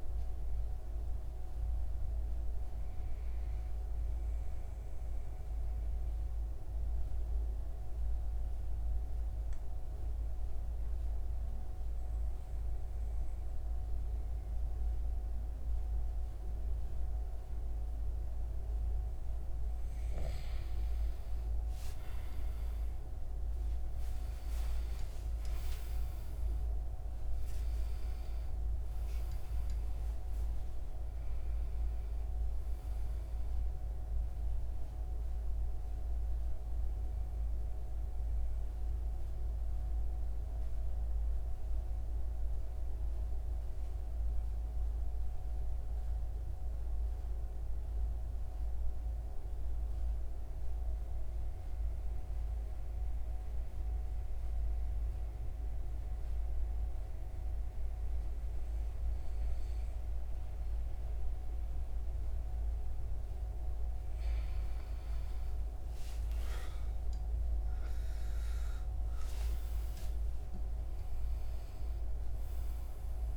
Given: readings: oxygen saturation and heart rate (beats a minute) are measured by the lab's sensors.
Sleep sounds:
breathing in sleep, hard to hear, by a room microphone; 2
4.00-19.00 s: central apnea (oxygen 97% before, 91% lowest, heart rate 88 before, 72 extreme, up 22 after)
21.00-25.00 s: arousal
22.00-47.00 s: oxygen desaturation (device-marked, oxygen 97% before, 92% lowest, heart rate 77 before, 74 extreme)
35.00-62.00 s: mixed apnea (oxygen 97% before, 91% lowest, heart rate 84 before, 74 extreme, up 25 after)
60.00-73.36 s: oxygen desaturation (device-marked, oxygen 97% before, 91% lowest, heart rate 78 before, 77 extreme)
65.00-69.50 s: arousal
From the record:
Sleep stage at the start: N2 (light sleep); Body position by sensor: on the back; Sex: male

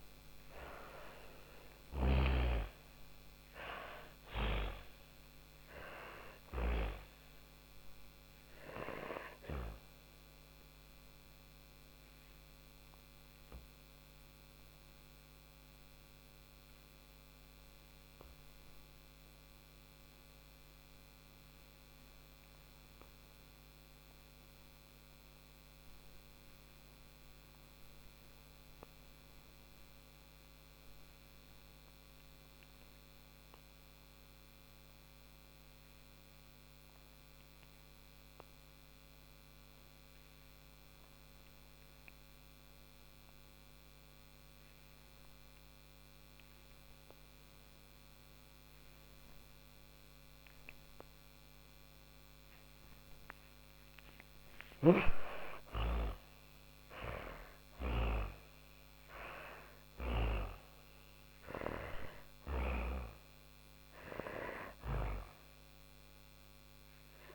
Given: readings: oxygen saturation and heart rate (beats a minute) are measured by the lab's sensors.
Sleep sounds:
breathing in sleep by a microphone on the trachea; 1
0.00-2.00 s: arousal
0.00-5.00 s: snoring (device-marked)
0.00-28.00 s: oxygen desaturation (device-marked, oxygen 84% lowest, heart rate 45 extreme)
9.00-51.50 s: obstructive apnea (oxygen 98% before, 81% lowest, heart rate 105 before, 45 extreme, up 50 after)
43.00-67.35 s: oxygen desaturation (device-marked, oxygen 99% before, 81% lowest, heart rate 61 before, 52 extreme)
52.50-56.00 s: snoring (device-marked)
53.00-57.50 s: arousal
From the record:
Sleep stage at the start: N2 (light sleep); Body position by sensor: on the back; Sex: female

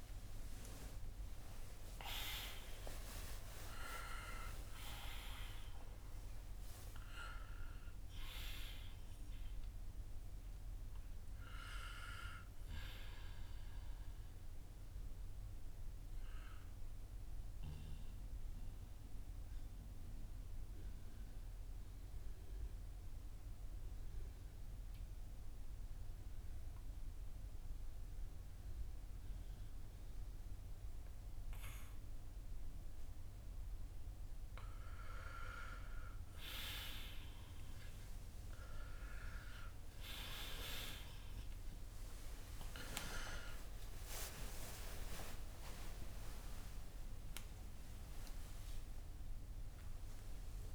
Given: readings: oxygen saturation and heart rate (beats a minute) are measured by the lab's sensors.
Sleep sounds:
breathing in sleep by a room microphone; 1
0.00-2.00 s: arousal
13.00-35.50 s: mixed apnea (oxygen 96% before, 93% lowest, heart rate 64 before, 55 extreme, up 6 after)
41.00-47.00 s: arousal
From the record:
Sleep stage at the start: N2 (light sleep); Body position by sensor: on the right side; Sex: male

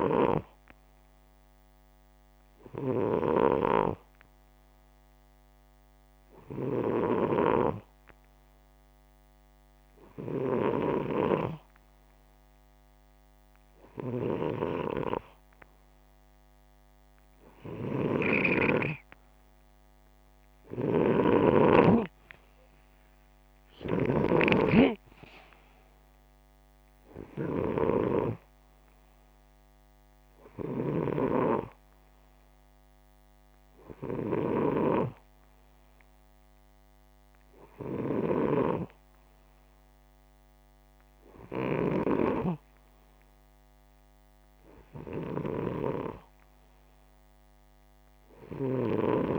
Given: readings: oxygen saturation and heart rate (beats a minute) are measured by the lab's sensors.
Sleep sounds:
breathing in sleep by a microphone on the trachea; none
6.00-18.00 s: snoring (device-marked)
20.00-49.38 s: snoring (device-marked)
From the record:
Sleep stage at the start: N2 (light sleep); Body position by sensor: upright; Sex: male

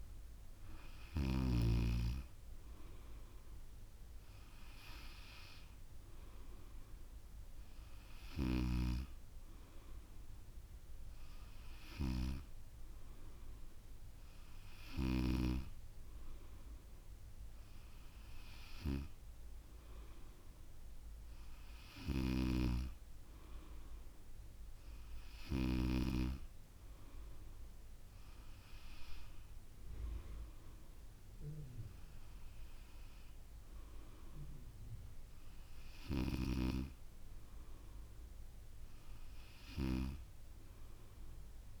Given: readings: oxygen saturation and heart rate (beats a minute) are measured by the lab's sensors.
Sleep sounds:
breathing in sleep by a room microphone; none
none scored
From the record:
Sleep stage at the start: N3 (deep sleep); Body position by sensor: on the back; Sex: female

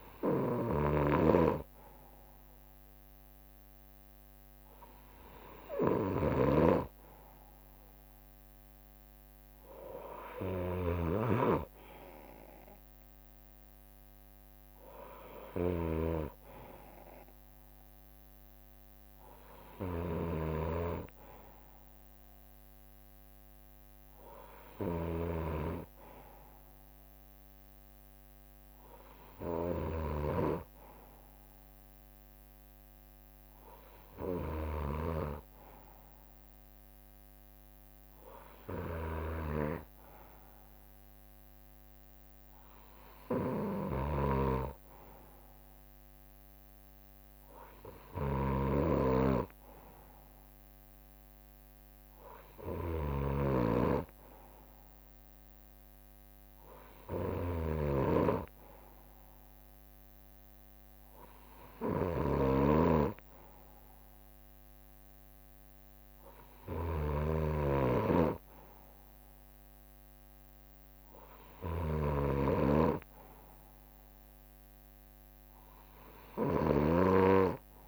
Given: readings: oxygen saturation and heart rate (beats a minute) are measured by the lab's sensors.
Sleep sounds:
breathing in sleep by a microphone on the trachea; none
0.00-7.50 s: drop in pulse transit time (device-marked, heart rate 65 extreme)
0.00-25.00 s: snoring (device-marked)
2.50-3.50 s: leg movement (device-marked)
11.50-14.50 s: leg movement (device-marked)
16.50-25.00 s: leg movement (device-marked)
28.50-35.50 s: leg movement (device-marked)
31.50-47.50 s: drop in pulse transit time (device-marked, heart rate 66 before, 65 extreme)
37.50-44.50 s: leg movement (device-marked)
43.50-77.88 s: snoring (device-marked)
46.50-54.00 s: leg movement (device-marked)
55.00-62.50 s: leg movement (device-marked)
66.50-74.00 s: leg movement (device-marked)
76.50-77.88 s: leg movement (device-marked)
From the record:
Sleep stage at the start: N2 (light sleep); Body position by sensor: on the right side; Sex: male

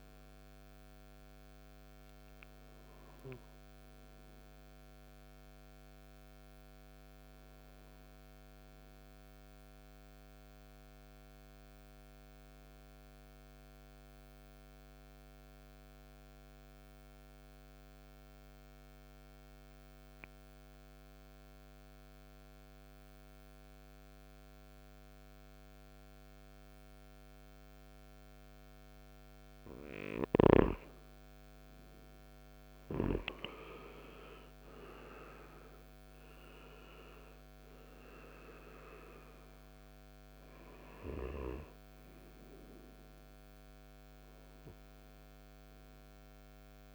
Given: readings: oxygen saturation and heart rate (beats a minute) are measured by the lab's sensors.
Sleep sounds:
breathing in sleep by a microphone on the trachea; 1
0.00-13.00 s: oxygen desaturation (device-marked, oxygen 88% lowest, heart rate 55 extreme)
11.50-28.50 s: mixed apnea (oxygen 98% before, 90% lowest, heart rate 63 before, 52 extreme, up 13 after)
30.50-34.50 s: arousal
34.00-46.95 s: oxygen desaturation (device-marked, oxygen 98% before, 91% lowest, heart rate 58 before, 52 extreme)
From the record:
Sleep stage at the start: N2 (light sleep); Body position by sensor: on the right side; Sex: male

